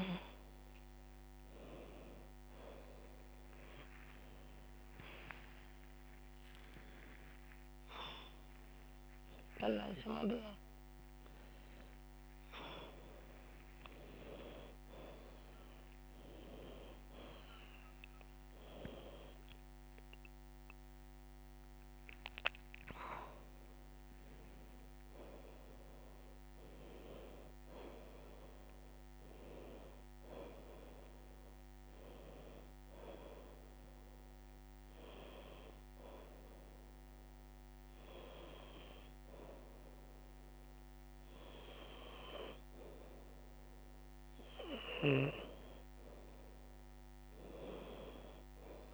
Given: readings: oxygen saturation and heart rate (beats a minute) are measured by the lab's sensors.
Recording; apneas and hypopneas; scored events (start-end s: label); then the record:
a person awake in a sleep study, by a microphone on the trachea; none
46.50-48.94 s: oxygen desaturation (device-marked, oxygen 93% before, 90% lowest, heart rate 95 before, 91 extreme)
From the record:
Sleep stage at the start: awake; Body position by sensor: on the back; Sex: female